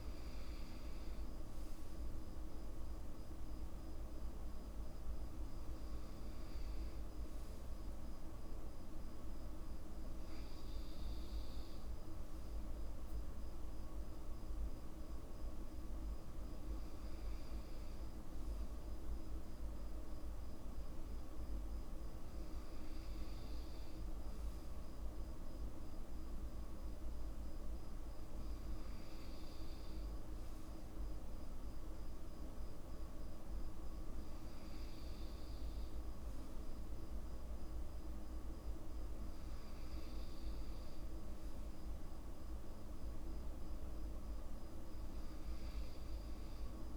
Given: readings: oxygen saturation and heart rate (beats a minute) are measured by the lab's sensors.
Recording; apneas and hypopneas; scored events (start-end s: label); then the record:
breathing in sleep, hard to hear, by a room microphone; none
none scored
From the record:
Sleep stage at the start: N2 (light sleep); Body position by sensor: on the back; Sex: male